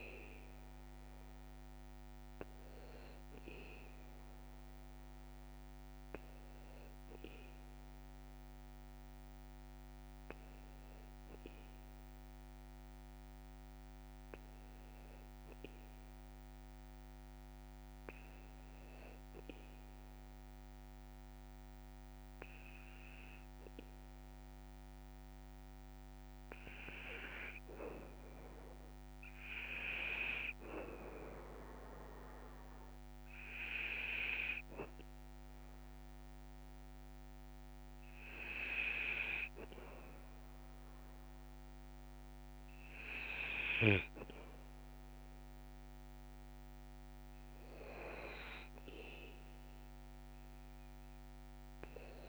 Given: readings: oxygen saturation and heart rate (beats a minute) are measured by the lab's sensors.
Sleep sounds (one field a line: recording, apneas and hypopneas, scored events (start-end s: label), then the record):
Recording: breathing in sleep by a microphone on the trachea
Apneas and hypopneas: 1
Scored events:
7.00-33.00 s: obstructive apnea (oxygen 96% before, 96% lowest, heart rate 108 before, 53 extreme, up 1 after)
29.00-31.00 s: long interval between heartbeats (device-marked, heart rate 57 before, 60 extreme)
35.50-38.50 s: arousal
From the record:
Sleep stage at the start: N2 (light sleep)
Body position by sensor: on the back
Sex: male